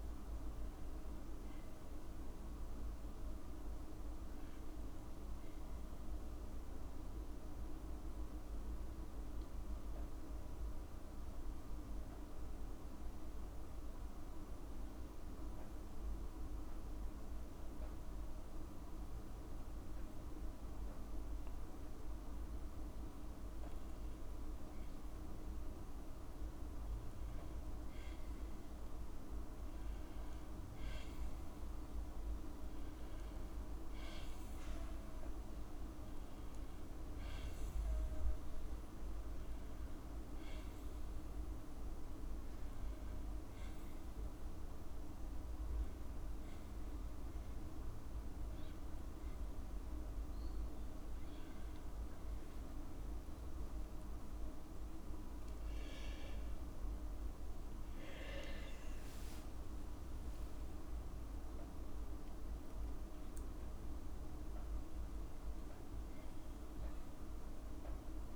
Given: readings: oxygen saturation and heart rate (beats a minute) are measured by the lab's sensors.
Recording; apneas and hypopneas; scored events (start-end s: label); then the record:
breathing in sleep, hard to hear, by a room microphone; 1
9.00-23.50 s: obstructive apnea (oxygen 98% before, 95% lowest, heart rate 57 before, 54 extreme, up 4 after)
25.50-29.00 s: arousal
57.50-61.50 s: arousal
From the record:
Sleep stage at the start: N2 (light sleep); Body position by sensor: on the back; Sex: female